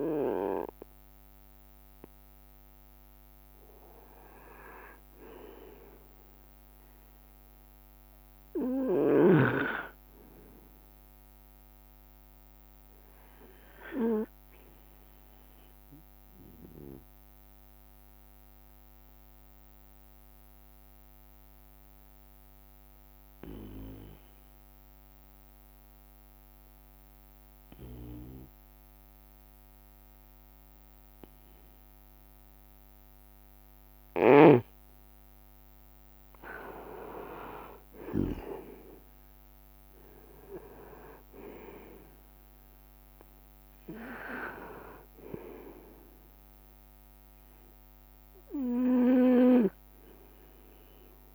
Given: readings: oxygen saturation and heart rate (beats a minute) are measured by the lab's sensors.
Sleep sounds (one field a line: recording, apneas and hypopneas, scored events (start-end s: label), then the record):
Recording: breathing in sleep by a microphone on the trachea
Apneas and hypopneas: 1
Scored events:
7.00-16.00 s: drop in pulse transit time (device-marked, heart rate 67 before, 65 extreme)
10.00-12.50 s: leg movement (device-marked)
16.00-34.50 s: obstructive apnea (oxygen 97% before, 90% lowest, heart rate 65 before, 63 extreme, up 5 after)
24.00-25.50 s: leg movement (device-marked)
36.00-49.00 s: drop in pulse transit time (device-marked, heart rate 65 before, 66 extreme)
36.00-51.35 s: oxygen desaturation (device-marked, oxygen 95% before, 90% lowest, heart rate 65 before, 66 extreme)
36.50-41.00 s: arousal
44.50-45.50 s: leg movement (device-marked)
From the record:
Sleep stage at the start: N2 (light sleep)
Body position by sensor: on the right side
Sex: male